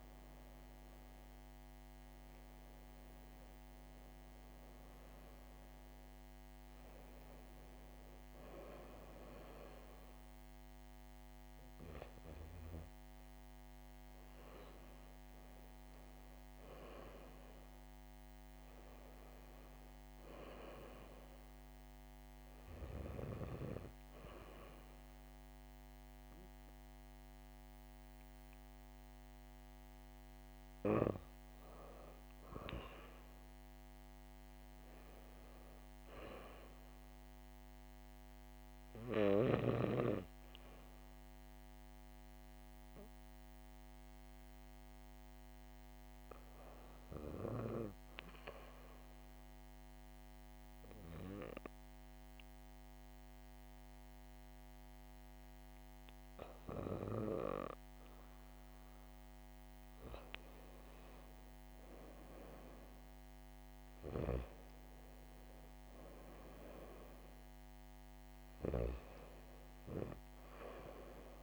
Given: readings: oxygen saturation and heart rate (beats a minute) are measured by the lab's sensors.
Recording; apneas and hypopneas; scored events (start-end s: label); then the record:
breathing in sleep by a microphone on the trachea; 1
0.00-21.50 s: oxygen desaturation (device-marked, oxygen 90% lowest, heart rate 70 extreme)
43.50-58.00 s: hypopnea (oxygen 100% before, 94% lowest, heart rate 72 before, 70 extreme, up 2 after)
58.50-71.43 s: oxygen desaturation (device-marked, oxygen 98% before, 94% lowest, heart rate 72 before, 66 extreme)
62.00-65.50 s: arousal
From the record:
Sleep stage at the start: REM sleep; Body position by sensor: on the back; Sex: female